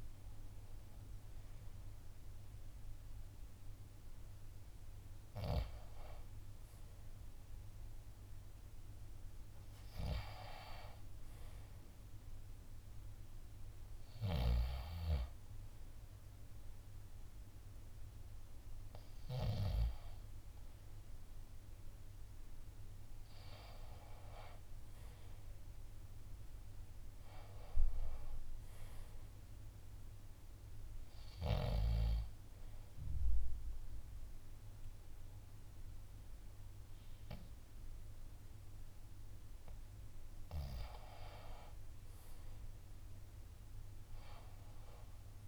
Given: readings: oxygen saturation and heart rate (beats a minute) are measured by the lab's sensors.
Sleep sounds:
breathing in sleep by a room microphone; 1
19.00-30.00 s: oxygen desaturation (device-marked, oxygen 96% before, 90% lowest)
29.50-40.50 s: obstructive apnea (oxygen 96% before, 88% lowest)
35.00-45.48 s: oxygen desaturation (device-marked, oxygen 92% before, 89% lowest)
42.50-45.48 s: arousal
From the record:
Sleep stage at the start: N2 (light sleep); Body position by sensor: on the left side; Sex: male

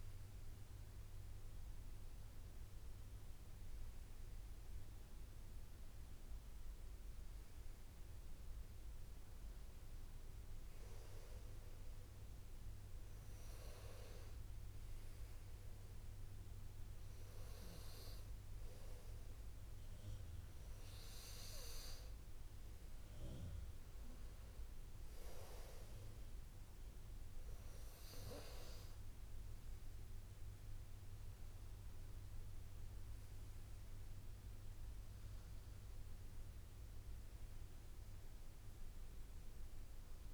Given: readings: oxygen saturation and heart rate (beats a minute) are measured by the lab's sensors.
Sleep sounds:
breathing in sleep by a room microphone; none
1.50-40.34 s: new sleep stage, N2 (light sleep)
From the record:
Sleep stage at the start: N1 (lightest sleep); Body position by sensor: on the right side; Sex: male

